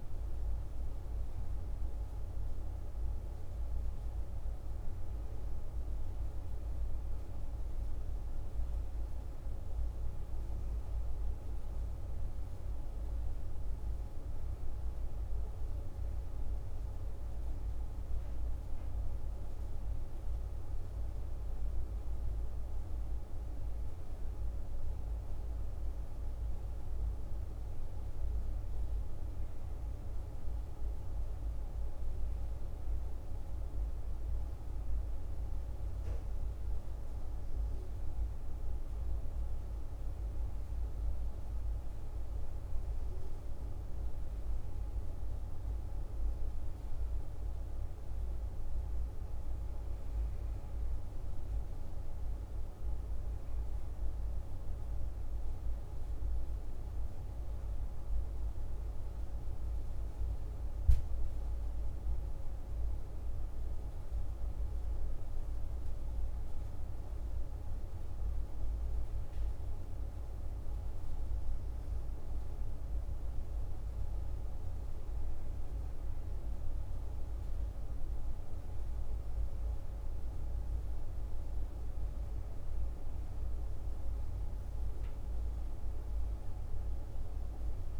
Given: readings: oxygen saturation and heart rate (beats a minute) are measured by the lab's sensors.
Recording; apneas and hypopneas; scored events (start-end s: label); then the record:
breathing in sleep, hard to hear, by a room microphone; none
none scored
From the record:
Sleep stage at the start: N1 (lightest sleep); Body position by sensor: on the back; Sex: male